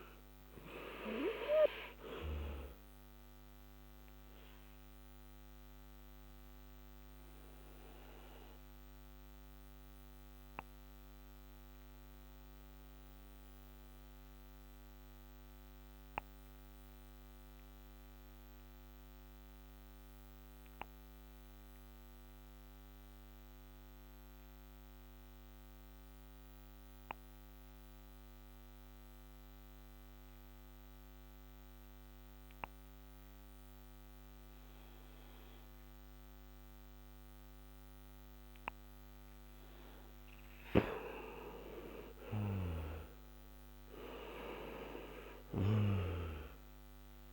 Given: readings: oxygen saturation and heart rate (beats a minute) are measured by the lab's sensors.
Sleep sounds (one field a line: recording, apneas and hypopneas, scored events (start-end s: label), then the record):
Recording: breathing in sleep by a microphone on the trachea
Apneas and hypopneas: 1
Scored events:
0.00-1.00 s: arousal
0.00-27.50 s: oxygen desaturation (device-marked, oxygen 87% lowest, heart rate 56 extreme)
5.00-38.50 s: obstructive apnea (oxygen 97% before, 87% lowest, heart rate 76 before, 56 extreme, up 19 after)
40.50-45.50 s: arousal
44.50-47.33 s: oxygen desaturation (device-marked, oxygen 97% before, 88% lowest, heart rate 63 before, 56 extreme)
From the record:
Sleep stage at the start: N2 (light sleep)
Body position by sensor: on the back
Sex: male